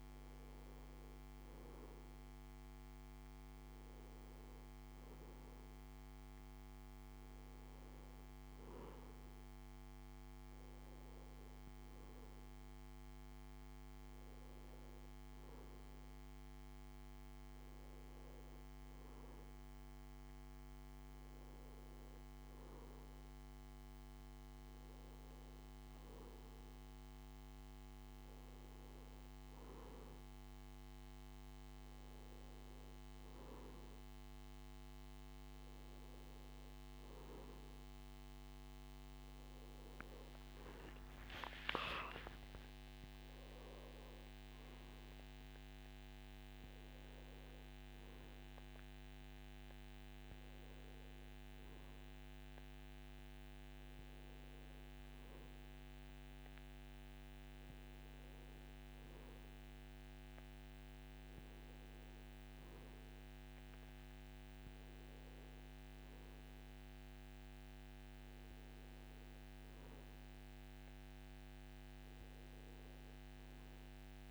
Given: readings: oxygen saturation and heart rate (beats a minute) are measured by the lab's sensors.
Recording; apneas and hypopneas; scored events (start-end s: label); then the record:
breathing in sleep, hard to hear, by a microphone on the trachea; none
41.00-44.50 s: arousal
From the record:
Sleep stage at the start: N1 (lightest sleep); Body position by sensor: on the right side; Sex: male